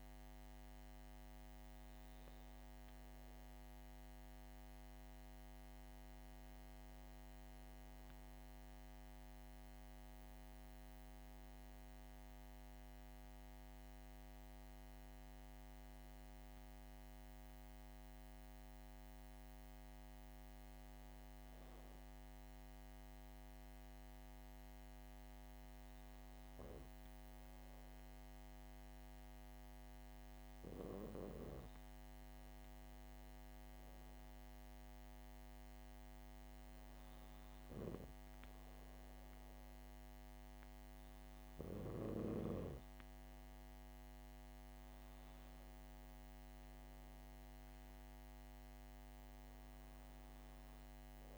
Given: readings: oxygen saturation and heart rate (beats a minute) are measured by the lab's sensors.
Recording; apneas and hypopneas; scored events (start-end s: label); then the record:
breathing in sleep, hard to hear, by a microphone on the trachea; none
24.00-51.38 s: new sleep stage, N2 (light sleep)
From the record:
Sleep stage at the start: N1 (lightest sleep); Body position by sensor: on the back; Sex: female